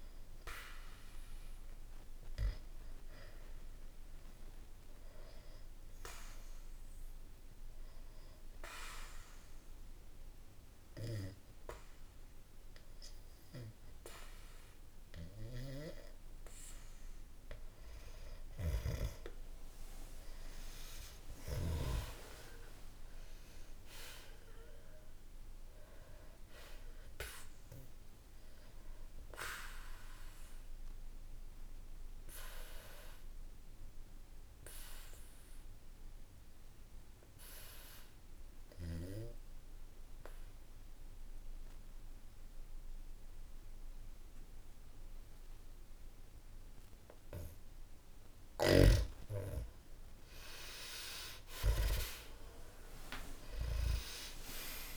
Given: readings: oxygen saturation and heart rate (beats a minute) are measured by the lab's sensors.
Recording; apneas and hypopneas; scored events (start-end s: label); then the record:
breathing in sleep by a room microphone; 2
1.00-17.00 s: hypopnea (oxygen 98% before, 90% lowest, heart rate 63 before, 61 extreme, up 3 after)
18.50-22.00 s: snoring (device-marked)
20.00-25.00 s: arousal
30.00-48.50 s: obstructive apnea (oxygen 96% before, 90% lowest, heart rate 63 before, 56 extreme, up 5 after)
48.50-54.00 s: snoring (device-marked)
51.50-54.97 s: arousal
From the record:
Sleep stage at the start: N2 (light sleep); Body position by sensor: on the back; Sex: male